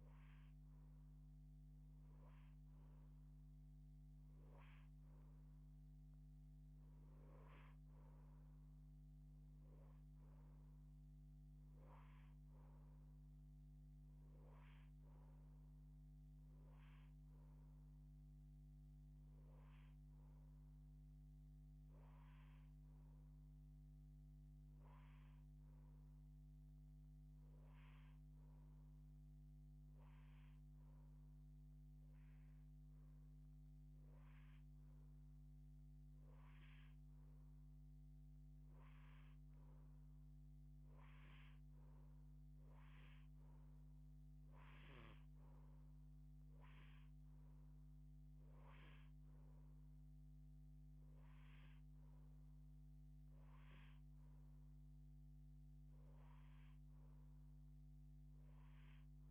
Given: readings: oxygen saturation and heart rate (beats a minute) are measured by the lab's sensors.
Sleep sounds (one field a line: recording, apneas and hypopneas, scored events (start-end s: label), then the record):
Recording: breathing in sleep, hard to hear, by a microphone on the trachea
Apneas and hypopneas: none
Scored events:
none scored
From the record:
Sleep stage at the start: N2 (light sleep)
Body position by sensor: on the left side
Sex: female